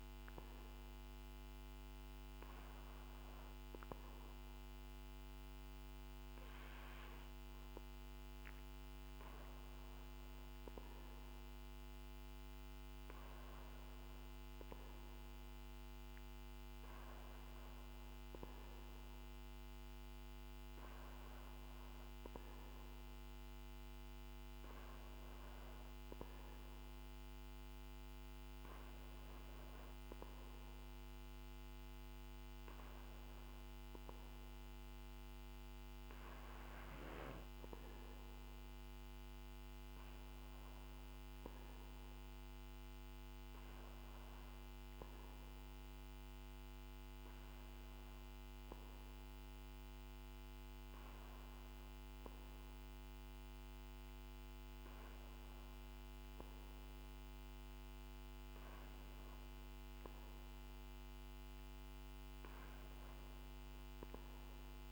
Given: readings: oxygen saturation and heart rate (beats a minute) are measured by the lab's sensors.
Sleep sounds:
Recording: breathing in sleep, hard to hear, by a microphone on the trachea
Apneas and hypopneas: none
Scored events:
none scored
From the record:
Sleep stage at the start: N2 (light sleep)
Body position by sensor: on the back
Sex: male

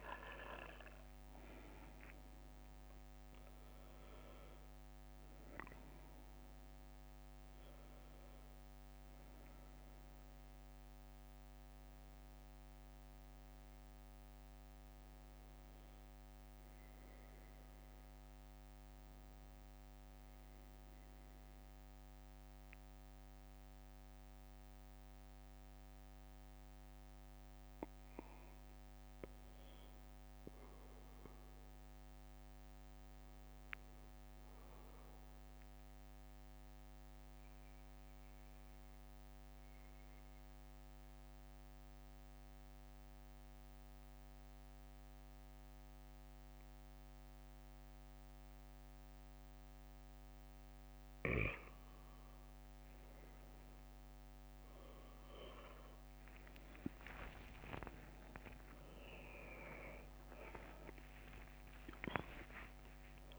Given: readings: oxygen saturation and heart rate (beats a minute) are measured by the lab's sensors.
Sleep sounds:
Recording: breathing in sleep by a microphone on the trachea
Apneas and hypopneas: 1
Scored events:
31.00-50.50 s: obstructive apnea (oxygen 99% before, 93% lowest, heart rate 67 before, 65 extreme, up 15 after)
50.50-63.39 s: oxygen desaturation (device-marked, oxygen 97% before, 93% lowest, heart rate 67 before, 65 extreme)
55.50-57.00 s: leg movement (device-marked)
56.00-58.00 s: long interval between heartbeats (device-marked, heart rate 67 before, 80 extreme)
56.50-61.00 s: arousal
58.50-59.50 s: leg movement (device-marked)
60.50-62.00 s: leg movement (device-marked)
From the record:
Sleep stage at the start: N2 (light sleep)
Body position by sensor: on the back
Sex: male

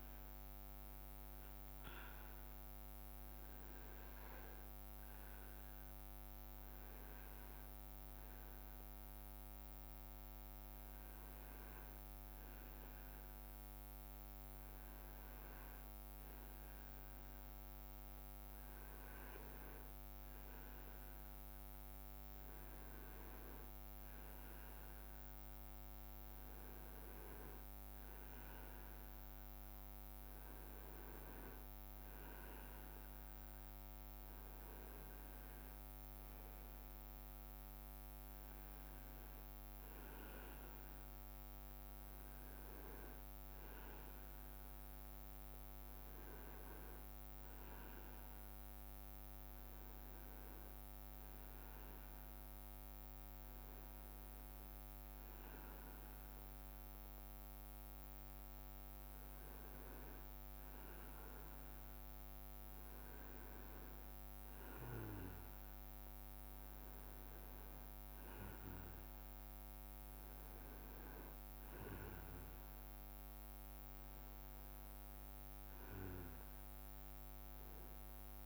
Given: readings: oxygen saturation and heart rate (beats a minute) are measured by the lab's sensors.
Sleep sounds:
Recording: breathing in sleep, hard to hear, by a microphone on the trachea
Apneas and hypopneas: none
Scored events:
none scored
From the record:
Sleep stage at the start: N2 (light sleep)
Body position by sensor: on the right side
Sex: male

